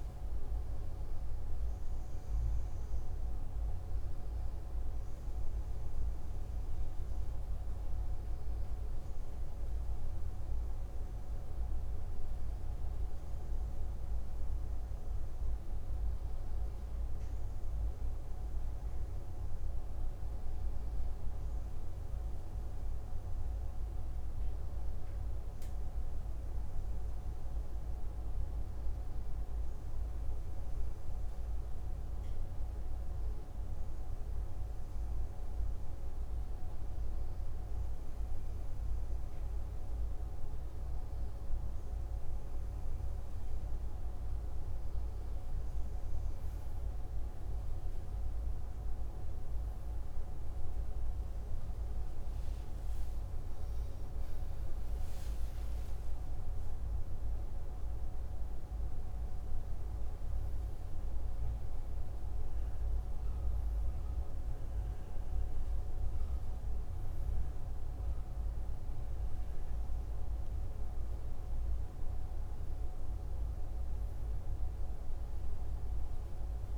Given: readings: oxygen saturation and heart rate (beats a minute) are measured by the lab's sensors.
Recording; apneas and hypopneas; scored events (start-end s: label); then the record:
breathing in sleep, hard to hear, by a room microphone; none
52.00-58.00 s: arousal
From the record:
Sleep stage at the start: N2 (light sleep); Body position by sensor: on the left side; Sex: male